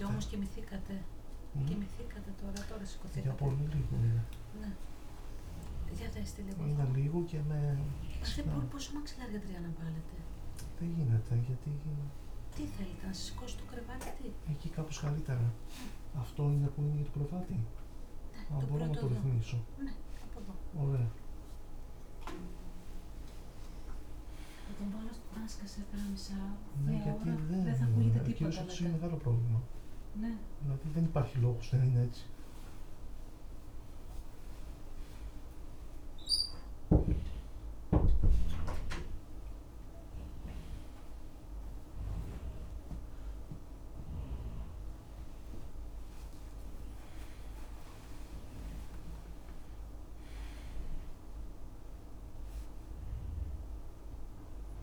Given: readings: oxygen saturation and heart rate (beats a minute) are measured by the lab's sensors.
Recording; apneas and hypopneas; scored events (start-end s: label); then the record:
a person awake in a sleep study, by a room microphone; none
23.00-25.00 s: long interval between heartbeats (device-marked, heart rate 82 before, 91 extreme)
35.00-37.00 s: long interval between heartbeats (device-marked, heart rate 86 before, 90 extreme)
48.50-50.50 s: long interval between heartbeats (device-marked, heart rate 86 before, 94 extreme)
From the record:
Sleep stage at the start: awake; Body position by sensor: on the back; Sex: male